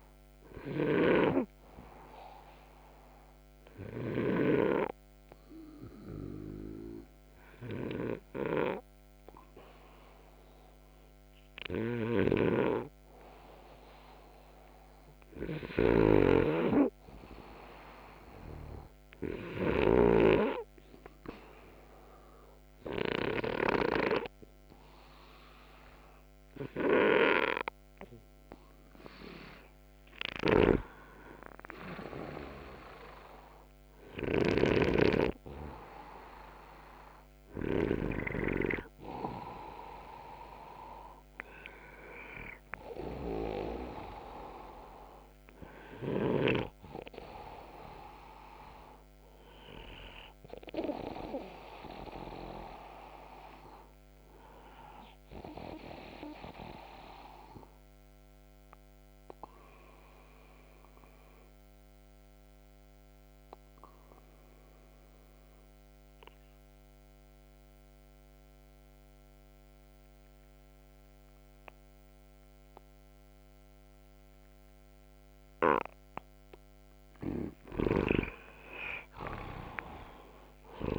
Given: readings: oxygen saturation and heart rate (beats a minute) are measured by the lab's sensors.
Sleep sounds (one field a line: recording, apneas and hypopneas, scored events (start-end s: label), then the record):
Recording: breathing in sleep by a microphone on the trachea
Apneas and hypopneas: 2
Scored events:
11.00-19.00 s: snoring (device-marked)
11.50-15.50 s: arousal
19.50-29.50 s: hypopnea (oxygen 96% before, 94% lowest, heart rate 110 before, 54 extreme, up 11 after)
30.50-34.50 s: arousal
33.50-37.00 s: snoring (device-marked)
55.00-76.00 s: hypopnea (oxygen 96% before, 93% lowest, heart rate 106 before, 107 extreme, up 1 after)
71.50-80.98 s: new sleep stage, awake
79.50-80.98 s: oxygen desaturation (device-marked, oxygen 97% before, 94% lowest, heart rate 154 before, 61 extreme)
From the record:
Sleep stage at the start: N2 (light sleep)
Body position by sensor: upright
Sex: male